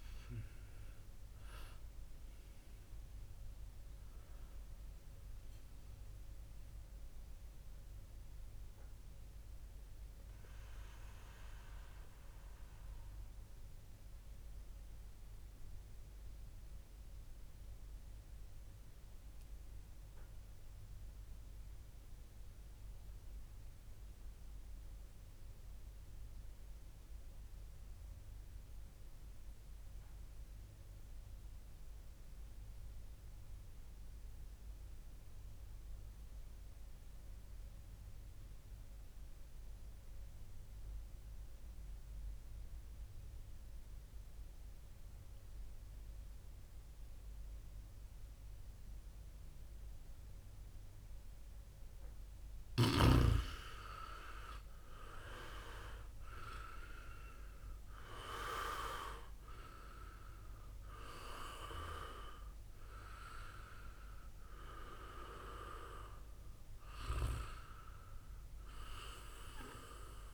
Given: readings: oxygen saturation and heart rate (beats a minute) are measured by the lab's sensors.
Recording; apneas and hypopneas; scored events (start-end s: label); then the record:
breathing in sleep by a room microphone; 1
7.50-52.00 s: mixed apnea (oxygen 99% before, 94% lowest, heart rate 65 before, 54 extreme, up 9 after)
24.50-70.34 s: new sleep stage, REM sleep
37.50-70.34 s: oxygen desaturation (device-marked, oxygen 99% before, 94% lowest, heart rate 57 before, 54 extreme)
55.00-60.00 s: arousal
From the record:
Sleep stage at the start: N2 (light sleep); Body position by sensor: on the back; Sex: male